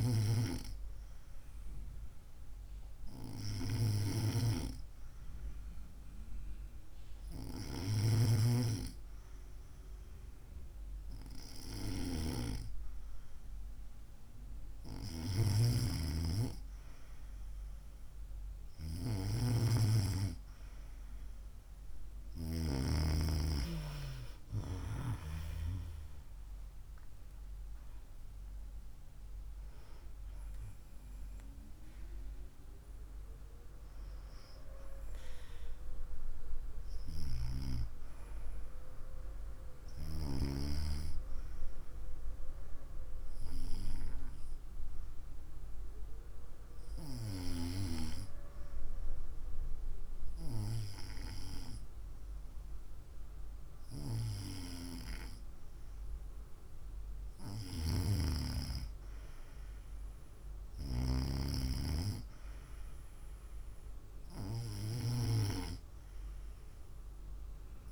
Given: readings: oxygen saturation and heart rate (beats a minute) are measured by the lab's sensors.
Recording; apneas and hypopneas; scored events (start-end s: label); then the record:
breathing in sleep by a room microphone; 1
25.00-30.00 s: arousal
43.00-56.00 s: hypopnea (oxygen 96% before, 94% lowest, heart rate 64 before, 59 extreme, up 1 after)
57.50-61.00 s: arousal
From the record:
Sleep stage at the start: N2 (light sleep); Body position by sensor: on the right side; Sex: female